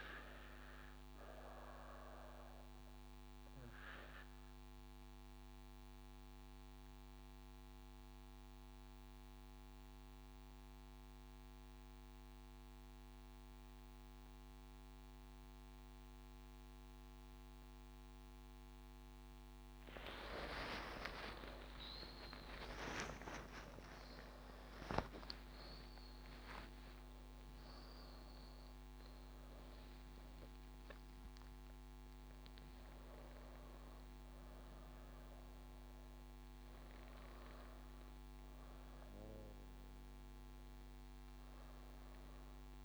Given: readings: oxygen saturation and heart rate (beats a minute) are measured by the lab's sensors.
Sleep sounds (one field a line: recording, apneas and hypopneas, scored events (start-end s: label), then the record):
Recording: breathing in sleep by a microphone on the trachea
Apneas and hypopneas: 1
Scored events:
0.00-12.00 s: drop in pulse transit time (device-marked, heart rate 54 extreme)
4.50-19.50 s: obstructive apnea (oxygen 98% before, 92% lowest, heart rate 59 before, 54 extreme, up 29 after)
19.50-27.50 s: leg movement (device-marked)
20.00-26.00 s: arousal
21.00-34.00 s: oxygen desaturation (device-marked, oxygen 95% before, 92% lowest, heart rate 59 before, 55 extreme)
25.00-40.00 s: drop in pulse transit time (device-marked, heart rate 60 before, 78 extreme)
29.00-31.50 s: leg movement (device-marked)
From the record:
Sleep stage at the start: N2 (light sleep)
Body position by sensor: on the back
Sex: female